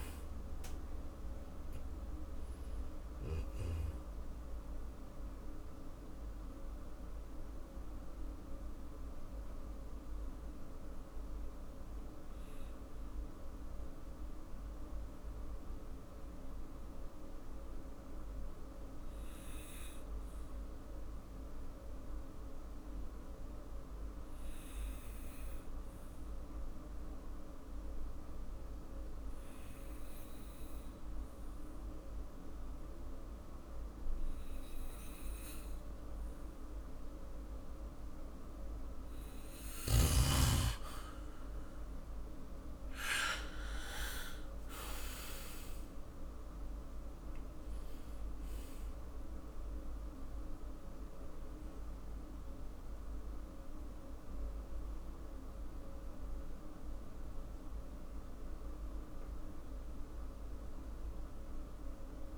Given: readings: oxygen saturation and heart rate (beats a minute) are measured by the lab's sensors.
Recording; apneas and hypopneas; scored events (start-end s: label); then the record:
breathing in sleep, hard to hear, by a room microphone; 1
4.00-38.50 s: mixed apnea (oxygen 100% before, 94% lowest, heart rate 58 before, 47 extreme, up 3 after)
24.00-37.00 s: oxygen desaturation (device-marked, oxygen 99% before, 94% lowest, heart rate 50 before, 49 extreme)
40.50-46.50 s: arousal
From the record:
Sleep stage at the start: N2 (light sleep); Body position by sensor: on the back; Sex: male